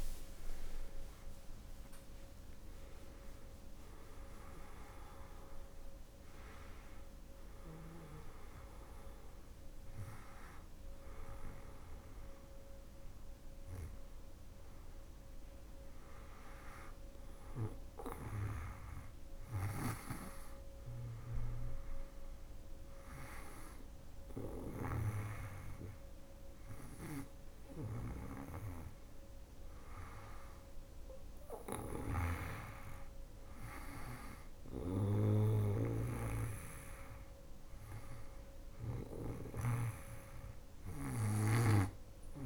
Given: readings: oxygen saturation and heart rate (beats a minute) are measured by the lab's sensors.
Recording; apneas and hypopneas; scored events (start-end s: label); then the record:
breathing in sleep by a room microphone; none
0.00-2.00 s: tachycardia (device-marked, heart rate 85 before, 98 extreme)
18.50-42.00 s: snoring (device-marked)
29.00-42.46 s: new sleep stage, N2 (light sleep)
From the record:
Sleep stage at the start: N1 (lightest sleep); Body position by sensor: on the back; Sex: female